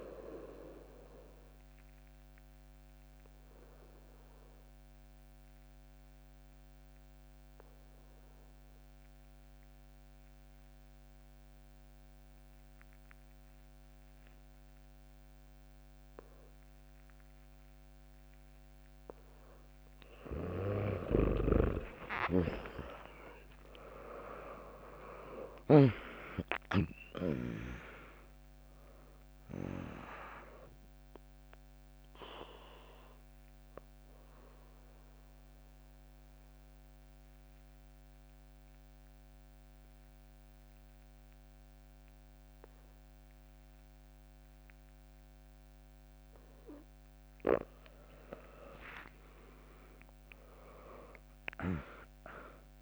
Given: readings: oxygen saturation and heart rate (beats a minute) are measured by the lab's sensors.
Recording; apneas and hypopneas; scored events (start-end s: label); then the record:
breathing in sleep by a microphone on the trachea; 2
0.00-3.50 s: drop in pulse transit time (device-marked, heart rate 63 extreme)
0.00-12.50 s: oxygen desaturation (device-marked, oxygen 96% lowest, heart rate 57 extreme)
1.50-18.50 s: obstructive apnea (oxygen 100% before, 96% lowest, heart rate 69 before, 57 extreme, up 20 after)
15.50-19.50 s: bradycardia (device-marked, heart rate 74 before, 58 extreme)
21.50-25.00 s: arousal
24.00-26.00 s: long interval between heartbeats (device-marked, heart rate 70 before, 71 extreme)
24.50-37.50 s: drop in pulse transit time (device-marked, heart rate 69 before, 72 extreme)
26.50-48.50 s: oxygen desaturation (device-marked, oxygen 100% before, 96% lowest, heart rate 69 before, 65 extreme)
31.00-47.00 s: obstructive apnea (oxygen 100% before, 96% lowest, heart rate 71 before, 65 extreme, up 1 after)
49.00-52.82 s: arousal
51.50-52.82 s: drop in pulse transit time (device-marked, heart rate 78 before, 67 extreme)
From the record:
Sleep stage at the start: N2 (light sleep); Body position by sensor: on the back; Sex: female